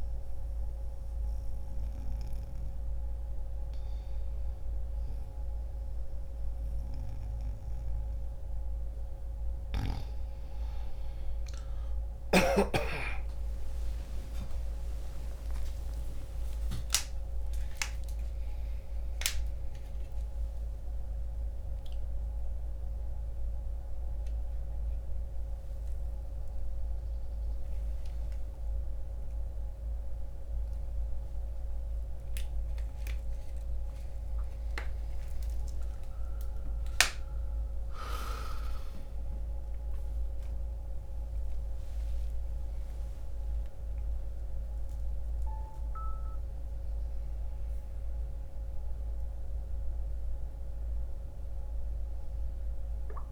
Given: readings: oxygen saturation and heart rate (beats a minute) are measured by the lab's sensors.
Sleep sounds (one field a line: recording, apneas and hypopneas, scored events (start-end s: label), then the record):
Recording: a person awake in a sleep study, by a room microphone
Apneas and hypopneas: none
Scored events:
none scored
From the record:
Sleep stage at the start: awake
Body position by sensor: on the right side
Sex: male